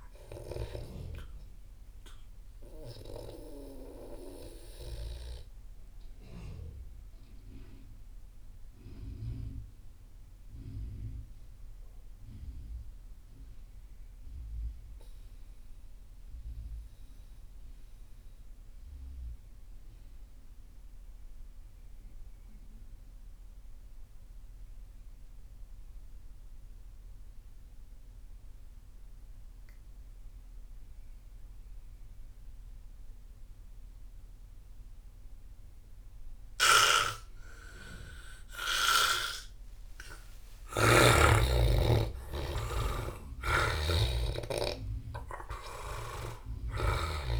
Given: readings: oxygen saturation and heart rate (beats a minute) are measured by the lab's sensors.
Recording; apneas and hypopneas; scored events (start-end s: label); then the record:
breathing in sleep by a room microphone; 1
0.00-11.50 s: oxygen desaturation (device-marked, oxygen 81% lowest)
5.50-39.00 s: mixed apnea (oxygen 97% before, 81% lowest)
29.50-47.39 s: oxygen desaturation (device-marked, oxygen 98% before, 81% lowest)
39.50-43.50 s: arousal
42.50-46.50 s: snoring (device-marked)
From the record:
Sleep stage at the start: N2 (light sleep); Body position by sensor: on the back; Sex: male